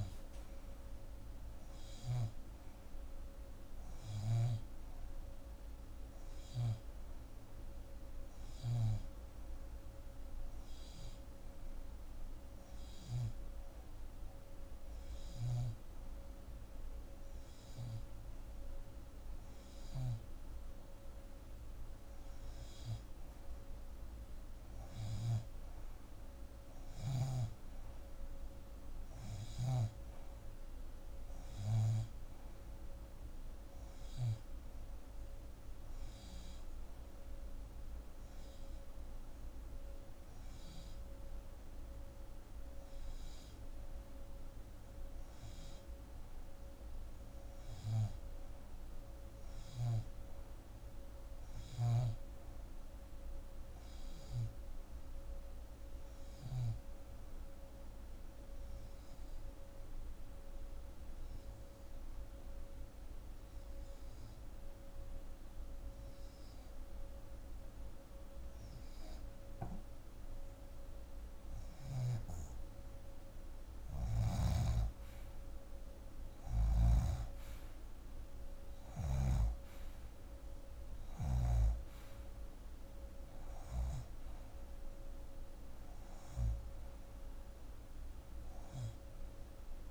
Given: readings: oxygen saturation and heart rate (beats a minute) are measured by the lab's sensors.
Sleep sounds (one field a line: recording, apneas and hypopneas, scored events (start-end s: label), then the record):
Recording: breathing in sleep by a room microphone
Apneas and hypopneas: 1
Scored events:
55.50-69.50 s: hypopnea (oxygen 88% before, 82% lowest, heart rate 87 before, 47 extreme, up 39 after)
73.50-89.91 s: oxygen desaturation (device-marked, oxygen 87% before, 82% lowest, heart rate 90 before, 55 extreme)
74.00-77.00 s: arousal
76.00-81.00 s: snoring (device-marked)
From the record:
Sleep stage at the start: N2 (light sleep)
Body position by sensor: on the left side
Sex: female